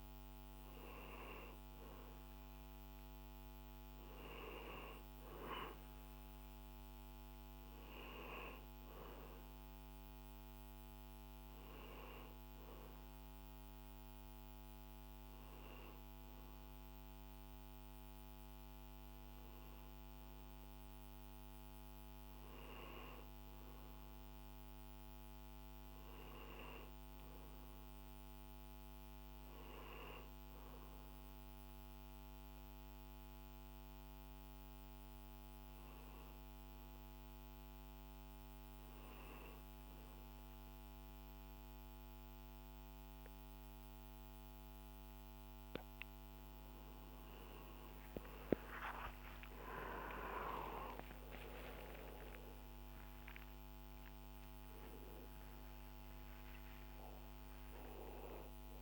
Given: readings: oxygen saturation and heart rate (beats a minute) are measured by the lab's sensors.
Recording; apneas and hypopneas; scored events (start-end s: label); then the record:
a person partly awake in a sleep study, by a microphone on the trachea; none
32.00-58.82 s: new sleep stage, awake
From the record:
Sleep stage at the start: N1 (lightest sleep); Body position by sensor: on the back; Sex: male